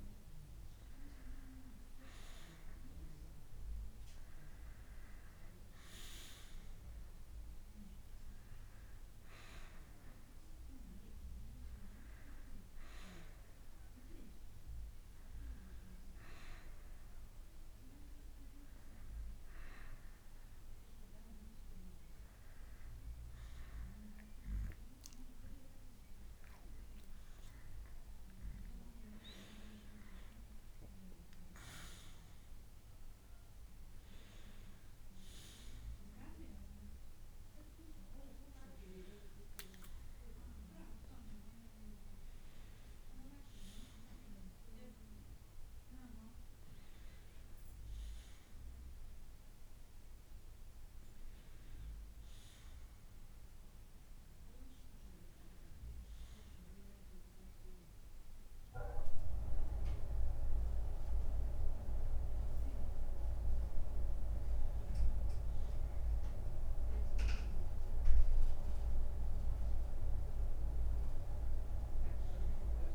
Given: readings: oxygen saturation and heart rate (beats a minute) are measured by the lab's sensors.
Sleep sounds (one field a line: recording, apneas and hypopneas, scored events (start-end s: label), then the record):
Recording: breathing in sleep by a room microphone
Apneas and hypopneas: none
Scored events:
26.00-30.00 s: arousal
From the record:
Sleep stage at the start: N2 (light sleep)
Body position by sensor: on the back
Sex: male